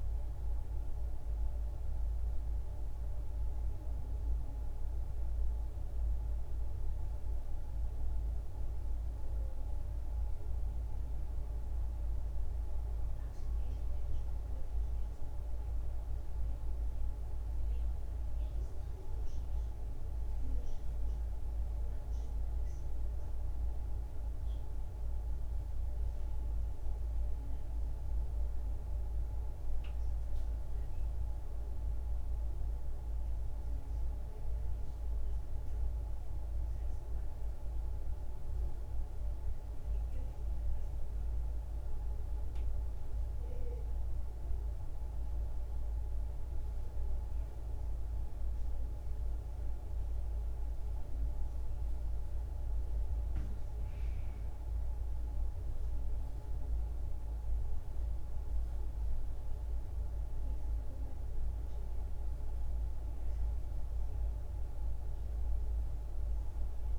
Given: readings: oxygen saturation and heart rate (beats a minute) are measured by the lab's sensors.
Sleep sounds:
a person partly awake in a sleep study, hard to hear, by a room microphone; none
13.00-66.99 s: new sleep stage, N1 (lightest sleep)
From the record:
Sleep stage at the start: awake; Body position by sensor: on the back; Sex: female

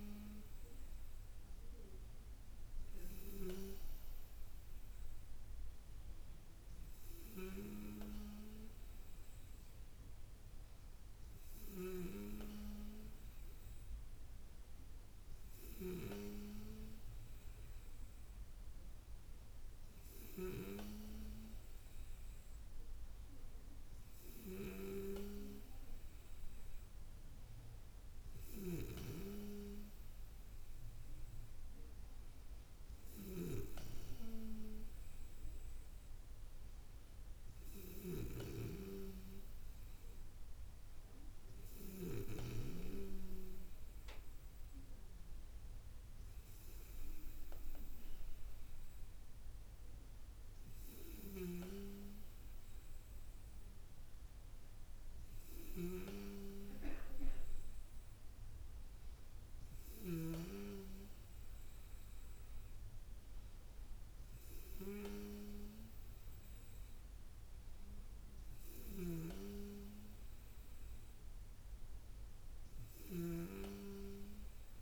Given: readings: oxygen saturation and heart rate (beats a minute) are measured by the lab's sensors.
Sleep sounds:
breathing in sleep by a room microphone; none
none scored
From the record:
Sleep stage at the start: N2 (light sleep); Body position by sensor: on the back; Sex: female

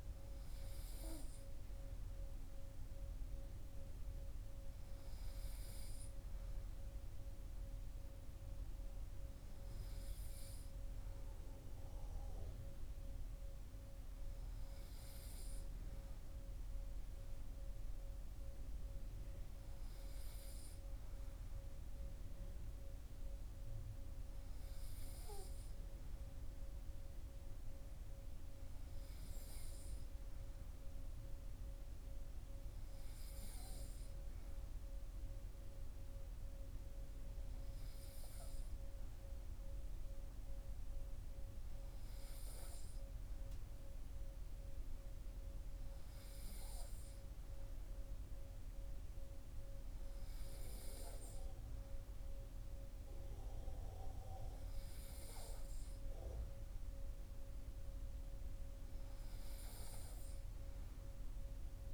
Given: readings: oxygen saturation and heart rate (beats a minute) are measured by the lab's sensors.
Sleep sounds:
breathing in sleep, hard to hear, by a room microphone; none
none scored
From the record:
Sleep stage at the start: N2 (light sleep); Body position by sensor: on the right side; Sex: male

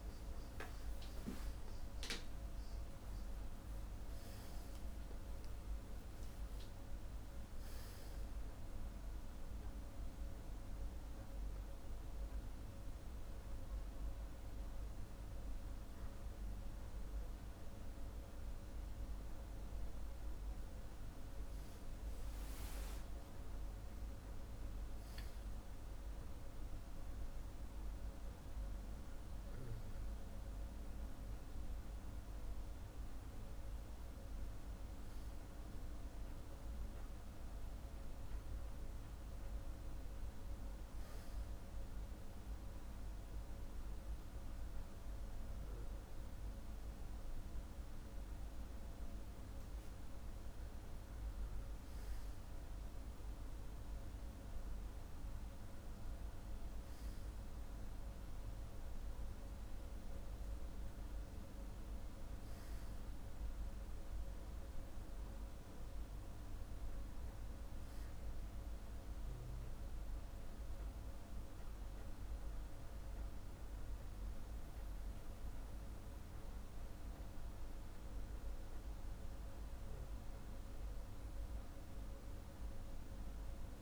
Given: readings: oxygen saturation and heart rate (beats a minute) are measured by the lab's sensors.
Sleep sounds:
breathing in sleep, hard to hear, by a room microphone; none
2.50-7.00 s: arousal
24.50-28.00 s: arousal
From the record:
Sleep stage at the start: N2 (light sleep); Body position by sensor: on the back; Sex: male

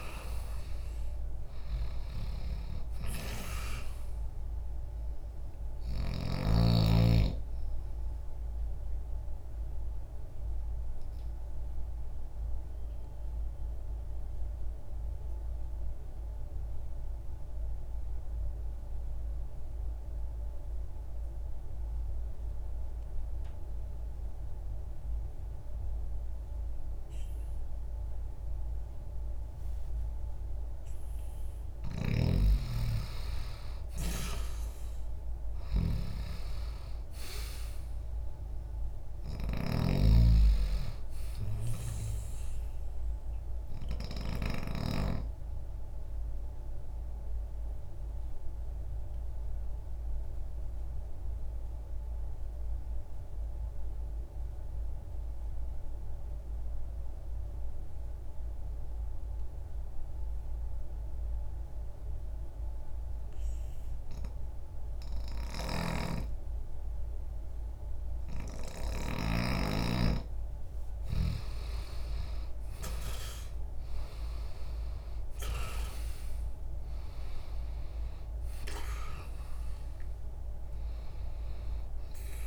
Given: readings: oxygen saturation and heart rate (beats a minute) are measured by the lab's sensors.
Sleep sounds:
breathing in sleep by a room microphone; 2
0.00-28.50 s: oxygen desaturation (device-marked, oxygen 81% lowest, heart rate 60 extreme)
9.00-30.50 s: obstructive apnea (oxygen 97% before, 81% lowest, heart rate 61 before, 59 extreme, up 1 after)
31.50-44.50 s: snoring (device-marked)
32.50-37.00 s: arousal
41.50-64.50 s: oxygen desaturation (device-marked, oxygen 96% before, 83% lowest, heart rate 60 before, 59 extreme)
43.50-70.00 s: obstructive apnea (oxygen 96% before, 83% lowest, heart rate 61 before, 59 extreme, up 5 after)
65.00-69.00 s: snoring (device-marked)
71.00-75.00 s: arousal
76.50-82.47 s: oxygen desaturation (device-marked, oxygen 96% before, 83% lowest, heart rate 60 before, 60 extreme)
From the record:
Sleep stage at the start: N2 (light sleep); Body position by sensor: on the left side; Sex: male

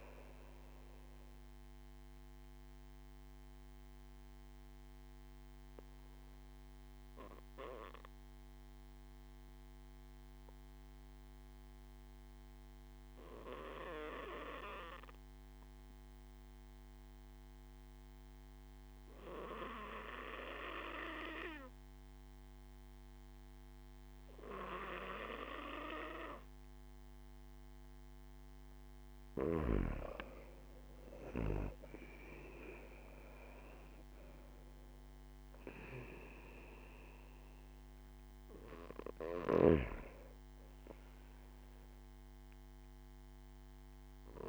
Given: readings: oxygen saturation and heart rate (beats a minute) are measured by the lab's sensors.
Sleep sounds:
breathing in sleep by a microphone on the trachea; 1
0.00-12.50 s: oxygen desaturation (device-marked, oxygen 92% lowest)
2.50-28.50 s: obstructive apnea (oxygen 97% before, 92% lowest)
26.50-44.49 s: oxygen desaturation (device-marked, oxygen 98% before, 92% lowest)
31.00-34.50 s: arousal
39.50-44.49 s: snoring (device-marked)
From the record:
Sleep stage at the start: N2 (light sleep); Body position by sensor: on the back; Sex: male

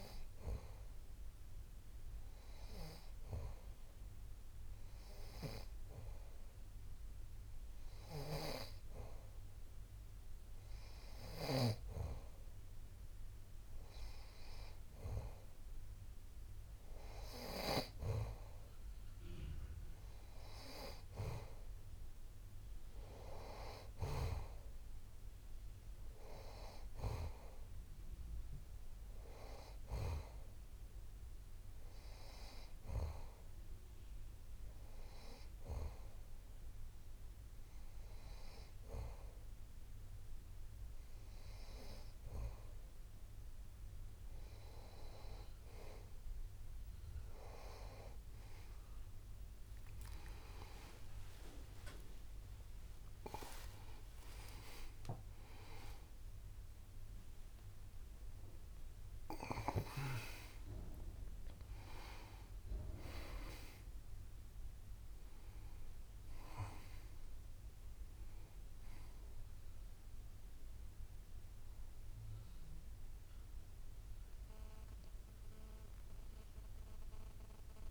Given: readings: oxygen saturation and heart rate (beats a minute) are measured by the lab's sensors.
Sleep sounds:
a person partly awake in a sleep study, by a room microphone; none
44.50-77.91 s: new sleep stage, awake
From the record:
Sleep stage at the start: N2 (light sleep); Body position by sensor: on the back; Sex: male

